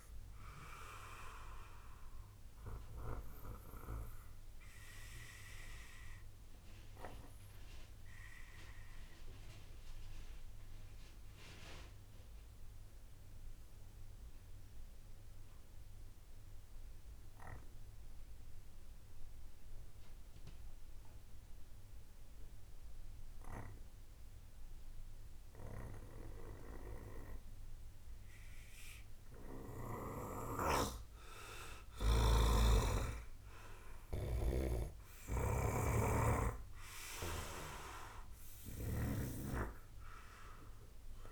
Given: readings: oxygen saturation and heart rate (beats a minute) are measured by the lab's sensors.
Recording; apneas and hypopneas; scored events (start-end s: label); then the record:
breathing in sleep by a room microphone; 1
0.00-2.50 s: snoring (device-marked)
0.00-17.00 s: oxygen desaturation (device-marked, oxygen 92% lowest, heart rate 43 extreme)
2.00-30.00 s: obstructive apnea (oxygen 97% before, 92% lowest, heart rate 76 before, 61 extreme, up 4 after)
32.50-36.50 s: arousal
33.00-41.32 s: oxygen desaturation (device-marked, oxygen 97% before, 93% lowest, heart rate 72 before, 50 extreme)
34.00-41.32 s: snoring (device-marked)
From the record:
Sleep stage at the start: N2 (light sleep); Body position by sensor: on the right side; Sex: male